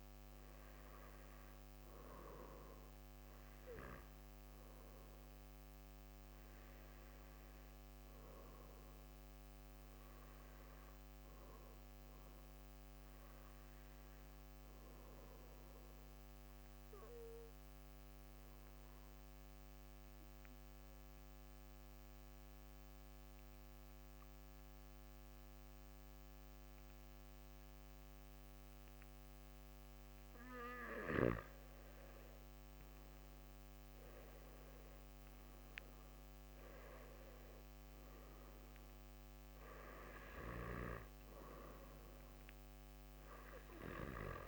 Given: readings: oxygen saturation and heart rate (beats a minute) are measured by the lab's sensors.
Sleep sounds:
breathing in sleep by a microphone on the trachea; 1
14.00-30.00 s: obstructive apnea (oxygen 96% before, 92% lowest)
32.00-35.50 s: arousal
33.50-44.48 s: oxygen desaturation (device-marked, oxygen 96% before, 92% lowest)
From the record:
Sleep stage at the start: N2 (light sleep); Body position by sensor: on the back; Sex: male

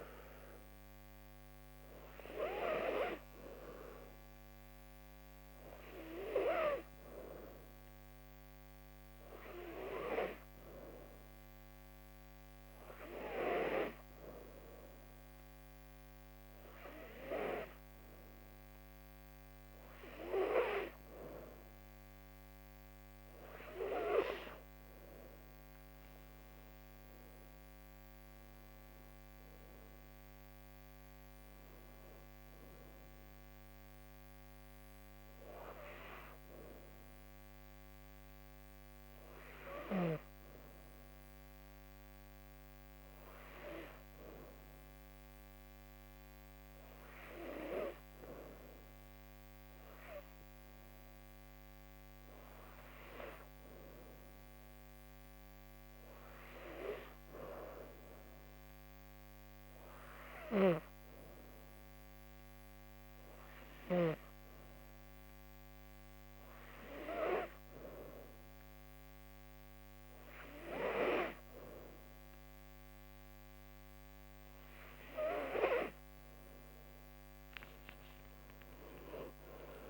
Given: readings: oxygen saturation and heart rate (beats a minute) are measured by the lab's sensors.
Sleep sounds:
breathing in sleep by a microphone on the trachea; 2
0.00-16.50 s: oxygen desaturation (device-marked, oxygen 89% lowest, heart rate 77 extreme)
6.00-22.00 s: hypopnea (oxygen 95% before, 89% lowest, heart rate 84 before, 77 extreme, up 10 after)
26.00-30.00 s: arousal
53.00-72.50 s: hypopnea (oxygen 96% before, 91% lowest, heart rate 79 before, 76 extreme, up 6 after)
76.50-79.90 s: arousal
From the record:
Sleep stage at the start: N2 (light sleep); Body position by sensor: on the back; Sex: female

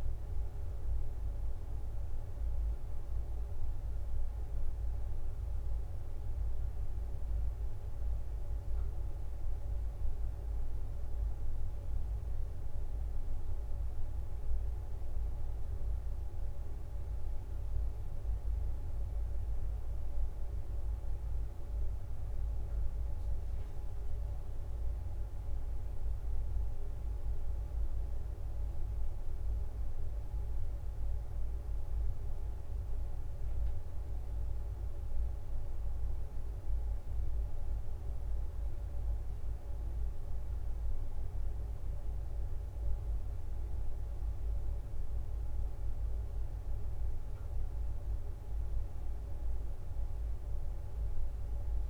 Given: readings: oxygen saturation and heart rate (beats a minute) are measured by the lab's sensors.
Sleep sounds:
breathing in sleep, hard to hear, by a room microphone; none
7.00-9.00 s: bradycardia (device-marked, heart rate 70 before, 63 extreme)
11.00-13.00 s: bradycardia (device-marked, heart rate 70 before, 59 extreme)
35.00-37.00 s: bradycardia (device-marked, heart rate 70 before, 63 extreme)
39.50-43.00 s: leg movement (device-marked)
From the record:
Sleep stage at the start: N2 (light sleep); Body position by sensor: on the back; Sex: female

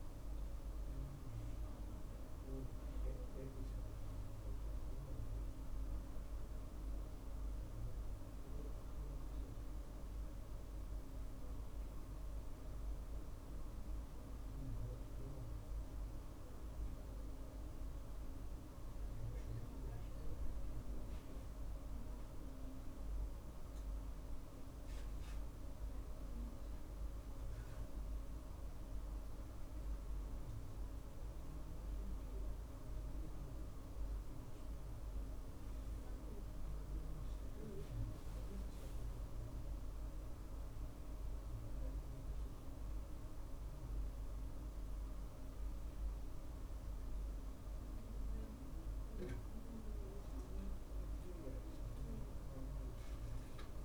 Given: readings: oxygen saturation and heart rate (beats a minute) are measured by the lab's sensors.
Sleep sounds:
a person awake in a sleep study, hard to hear, by a room microphone; none
none scored
From the record:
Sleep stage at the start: awake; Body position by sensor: on the right side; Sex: male

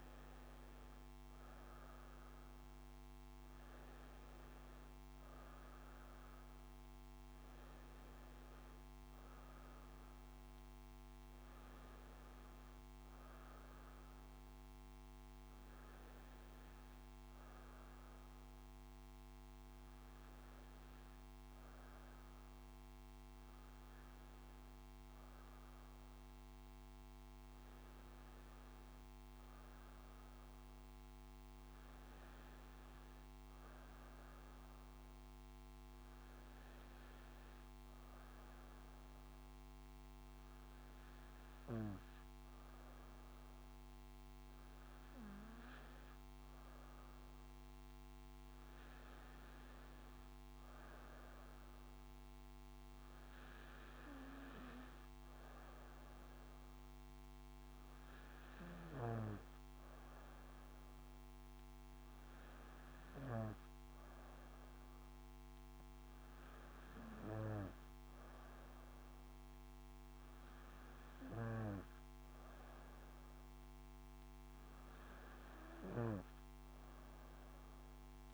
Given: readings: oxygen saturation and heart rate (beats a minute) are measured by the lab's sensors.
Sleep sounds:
breathing in sleep, hard to hear, by a microphone on the trachea; none
none scored
From the record:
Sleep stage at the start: N2 (light sleep); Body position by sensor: on the back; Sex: female

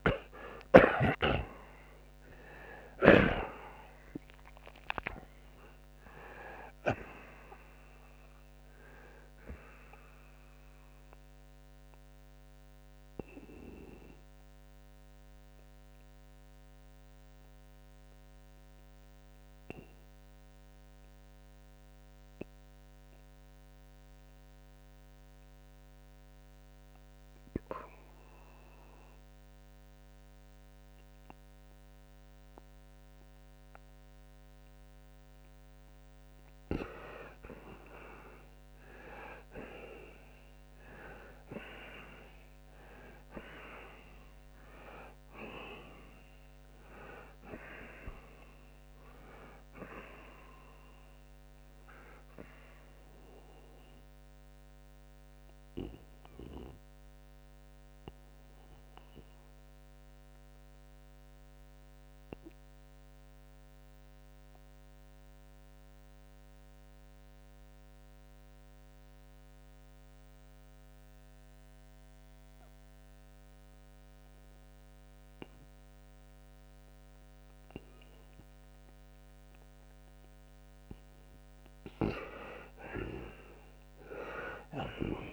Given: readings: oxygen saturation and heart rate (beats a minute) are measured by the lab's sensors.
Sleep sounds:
breathing in sleep by a microphone on the trachea; 2
0.00-1.00 s: arousal
0.00-3.00 s: snoring (device-marked)
1.50-17.50 s: oxygen desaturation (device-marked, oxygen 95% before, 91% lowest, heart rate 80 before, 74 extreme)
13.00-35.00 s: obstructive apnea (oxygen 95% before, 85% lowest, heart rate 99 before, 76 extreme, up 14 after)
22.50-36.50 s: oxygen desaturation (device-marked, oxygen 92% before, 85% lowest, heart rate 96 before, 74 extreme)
37.50-40.50 s: arousal
55.50-81.00 s: obstructive apnea (oxygen 94% before, 87% lowest, heart rate 86 before, 65 extreme)
62.50-81.50 s: oxygen desaturation (device-marked, oxygen 93% before, 87% lowest, heart rate 84 before, 65 extreme)
From the record:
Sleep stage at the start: N2 (light sleep); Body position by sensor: on the right side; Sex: male

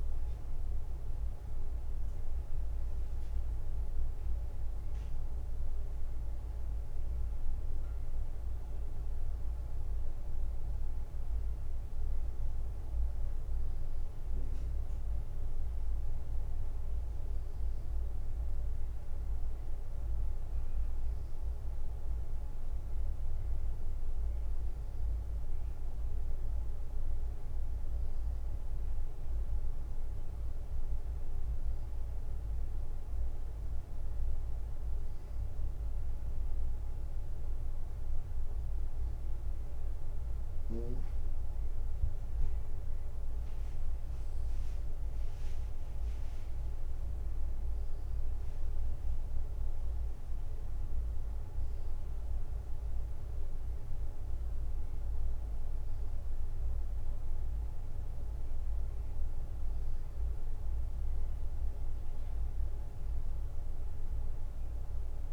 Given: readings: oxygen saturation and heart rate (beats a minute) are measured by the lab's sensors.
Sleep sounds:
breathing in sleep, hard to hear, by a room microphone; none
none scored
From the record:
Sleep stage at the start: N1 (lightest sleep); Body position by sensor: on the right side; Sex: male

